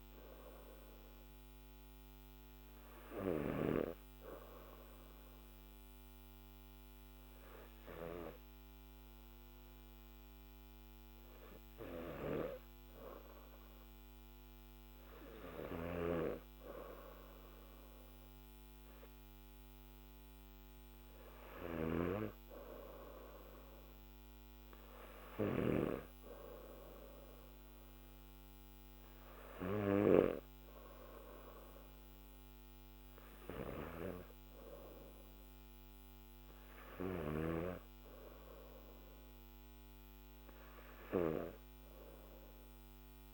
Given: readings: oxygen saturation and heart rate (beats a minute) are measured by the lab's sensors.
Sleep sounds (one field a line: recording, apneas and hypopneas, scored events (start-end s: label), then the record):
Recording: breathing in sleep by a microphone on the trachea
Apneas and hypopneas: none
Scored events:
0.00-6.00 s: oxygen desaturation (device-marked, oxygen 93% lowest, heart rate 52 extreme)
15.00-25.00 s: snoring (device-marked)
From the record:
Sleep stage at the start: N2 (light sleep)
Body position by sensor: on the back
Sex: male